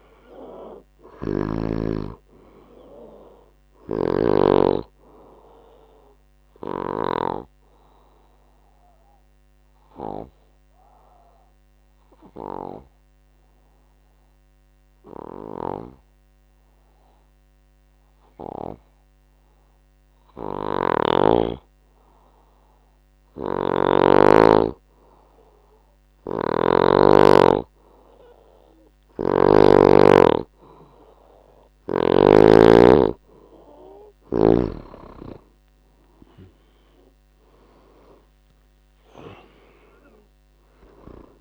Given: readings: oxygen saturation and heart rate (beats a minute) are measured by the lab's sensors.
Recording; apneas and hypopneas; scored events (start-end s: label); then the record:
breathing in sleep by a microphone on the trachea; 1
0.50-20.50 s: oxygen desaturation (device-marked, oxygen 99% before, 88% lowest, heart rate 61 before, 57 extreme)
3.50-7.00 s: snoring (device-marked)
7.50-20.50 s: obstructive apnea (oxygen 99% before, 87% lowest, heart rate 64 before, 58 extreme, up 12 after)
20.50-24.00 s: snoring (device-marked)
24.00-27.00 s: arousal
26.00-29.50 s: snoring (device-marked)
32.50-41.41 s: oxygen desaturation (device-marked, oxygen 98% before, 87% lowest, heart rate 67 before, 56 extreme)
From the record:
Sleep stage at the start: N2 (light sleep); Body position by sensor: on the back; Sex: male